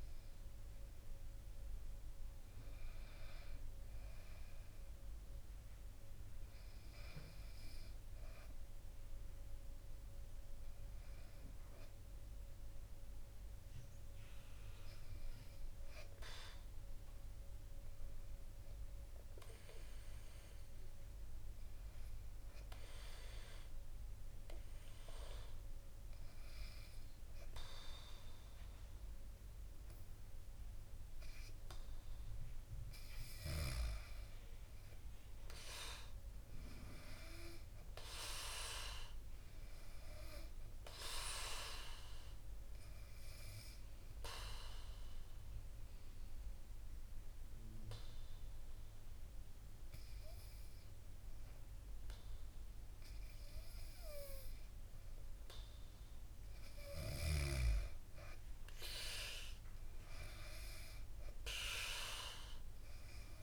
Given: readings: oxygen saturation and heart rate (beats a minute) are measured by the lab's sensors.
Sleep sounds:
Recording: breathing in sleep by a room microphone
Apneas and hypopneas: 2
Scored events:
22.00-32.00 s: obstructive apnea (oxygen 100% before, 95% lowest, heart rate 62 before, 64 extreme, up 3 after)
34.00-37.50 s: arousal
42.50-55.50 s: obstructive apnea (oxygen 99% before, 94% lowest, heart rate 65 before, 66 extreme, up 3 after)
58.00-63.43 s: arousal
From the record:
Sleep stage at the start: N2 (light sleep)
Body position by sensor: on the back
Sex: female

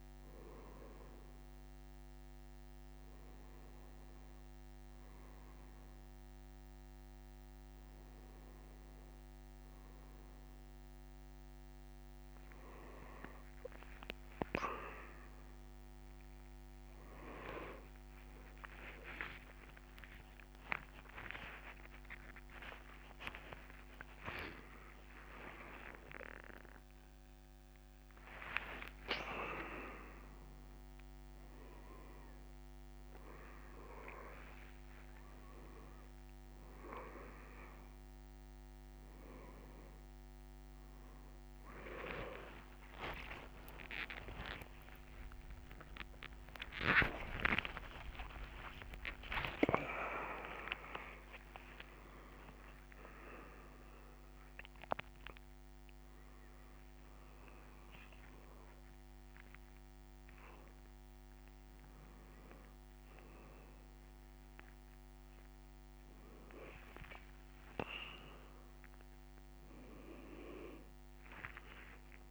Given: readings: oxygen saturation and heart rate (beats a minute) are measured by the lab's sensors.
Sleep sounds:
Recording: a person awake in a sleep study, by a microphone on the trachea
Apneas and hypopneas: none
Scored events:
0.50-72.31 s: new sleep stage, awake
12.00-15.00 s: leg movement (device-marked)
20.00-30.50 s: leg movement (device-marked)
66.50-71.00 s: leg movement (device-marked)
From the record:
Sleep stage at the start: N2 (light sleep)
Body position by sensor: on the right side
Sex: male

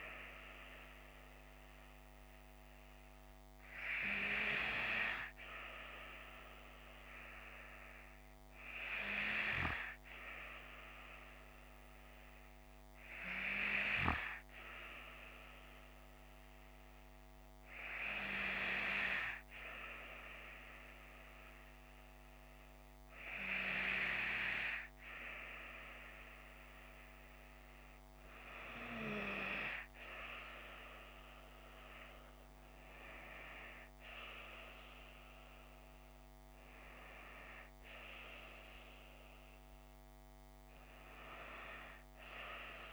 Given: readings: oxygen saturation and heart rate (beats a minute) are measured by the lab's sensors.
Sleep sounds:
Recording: breathing in sleep by a microphone on the trachea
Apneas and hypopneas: none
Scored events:
34.00-37.50 s: arousal
From the record:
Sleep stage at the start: N2 (light sleep)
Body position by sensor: on the left side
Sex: female

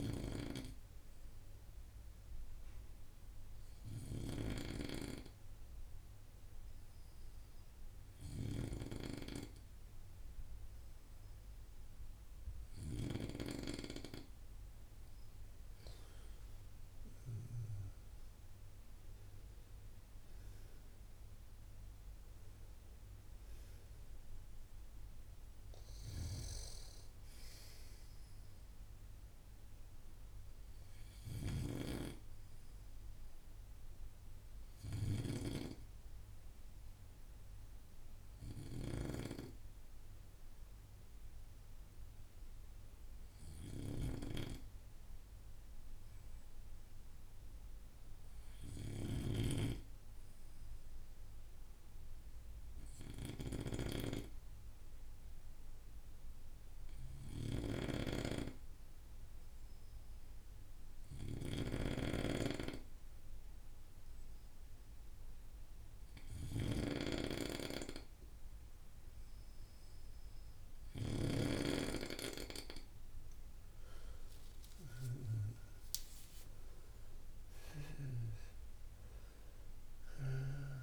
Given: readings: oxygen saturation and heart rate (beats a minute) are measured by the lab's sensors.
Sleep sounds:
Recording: breathing in sleep by a room microphone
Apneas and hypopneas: 2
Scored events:
1.00-16.00 s: obstructive apnea (oxygen 97% before, 93% lowest, heart rate 35 before, 36 extreme, up 24 after)
17.50-21.50 s: arousal
36.50-70.50 s: obstructive apnea (oxygen 95% before, 91% lowest, heart rate 52 before, 28 extreme, up 6 after)
57.00-71.00 s: snoring (device-marked)
60.50-80.83 s: oxygen desaturation (device-marked, oxygen 96% before, 91% lowest)
72.50-76.00 s: arousal
From the record:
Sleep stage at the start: N2 (light sleep)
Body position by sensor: on the right side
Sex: male

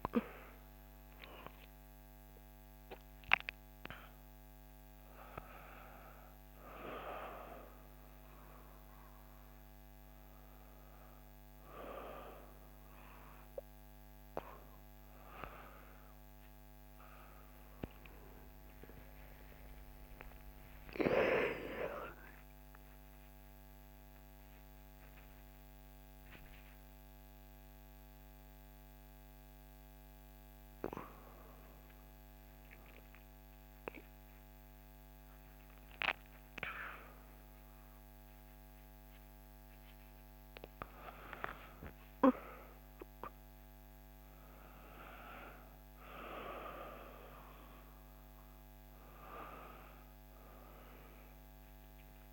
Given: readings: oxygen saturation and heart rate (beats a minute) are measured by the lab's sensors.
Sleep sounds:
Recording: a person awake in a sleep study, by a microphone on the trachea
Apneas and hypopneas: none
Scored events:
none scored
From the record:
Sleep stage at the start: awake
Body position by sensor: on the back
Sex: female

